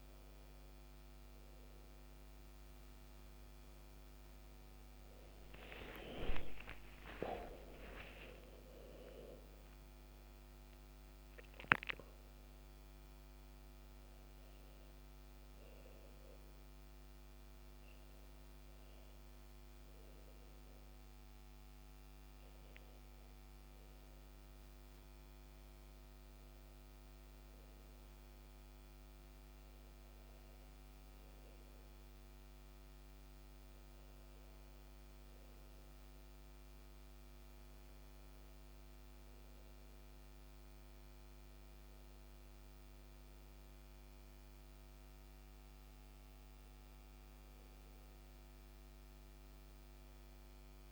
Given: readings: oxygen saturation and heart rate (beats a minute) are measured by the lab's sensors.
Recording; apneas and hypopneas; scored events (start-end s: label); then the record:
breathing in sleep by a microphone on the trachea; none
5.00-10.00 s: arousal
From the record:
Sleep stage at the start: N1 (lightest sleep); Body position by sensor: on the back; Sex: male